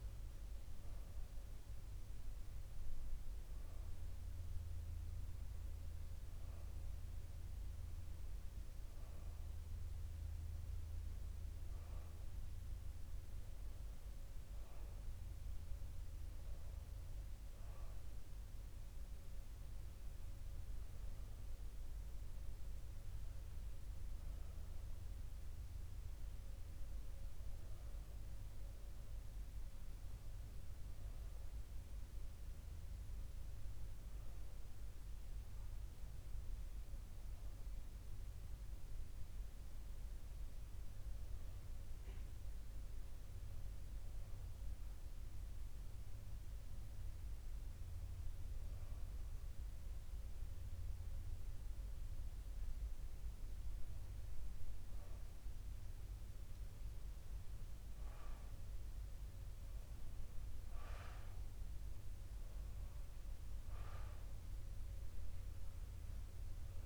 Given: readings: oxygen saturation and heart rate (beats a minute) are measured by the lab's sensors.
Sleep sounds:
breathing in sleep, hard to hear, by a room microphone; 1
42.50-54.50 s: hypopnea (oxygen 92% before, 91% lowest, heart rate 66 before, 64 extreme, up 0 after)
57.00-61.50 s: arousal
From the record:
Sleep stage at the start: N2 (light sleep); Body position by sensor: on the back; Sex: male

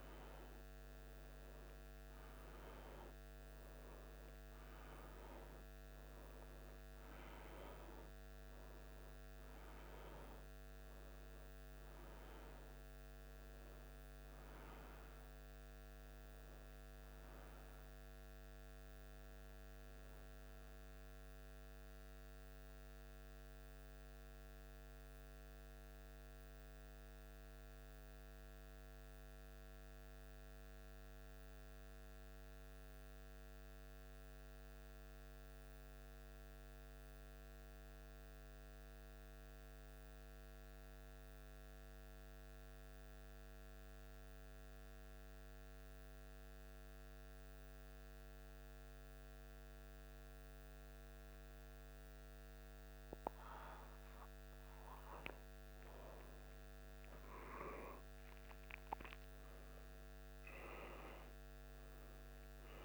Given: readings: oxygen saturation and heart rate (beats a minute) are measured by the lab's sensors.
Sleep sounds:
breathing in sleep, hard to hear, by a microphone on the trachea; 1
20.50-51.50 s: central apnea (oxygen 99% before, 94% lowest, heart rate 77 before, 75 extreme, up 1 after)
54.50-59.50 s: arousal
From the record:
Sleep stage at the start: N2 (light sleep); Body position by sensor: on the back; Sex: male

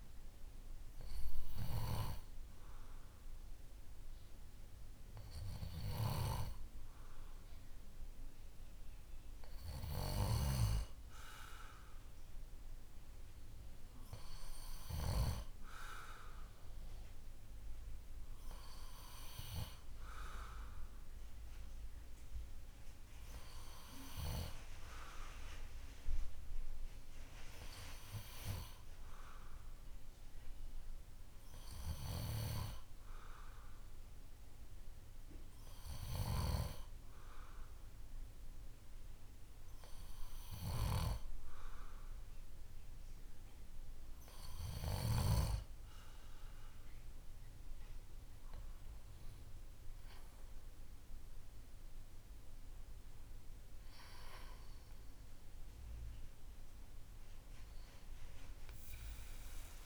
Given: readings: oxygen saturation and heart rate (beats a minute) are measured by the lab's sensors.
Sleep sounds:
breathing in sleep by a room microphone; none
none scored
From the record:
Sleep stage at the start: N2 (light sleep); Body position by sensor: on the back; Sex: male

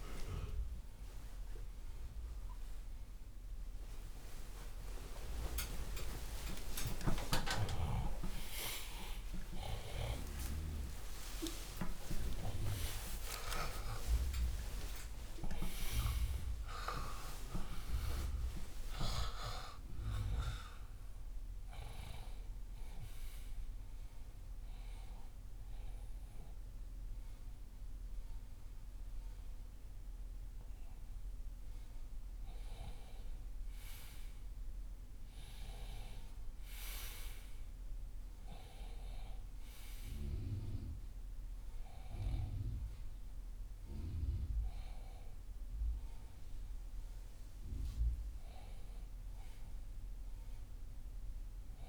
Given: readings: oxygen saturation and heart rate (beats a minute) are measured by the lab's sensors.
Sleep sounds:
a person partly awake in a sleep study, by a room microphone; none
11.00-51.89 s: new sleep stage, N1 (lightest sleep)
16.00-38.00 s: oxygen desaturation (device-marked, oxygen 98% before, 92% lowest)
44.00-51.89 s: oxygen desaturation (device-marked, oxygen 99% before, 87% lowest)
From the record:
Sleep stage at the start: awake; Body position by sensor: on the left side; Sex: male

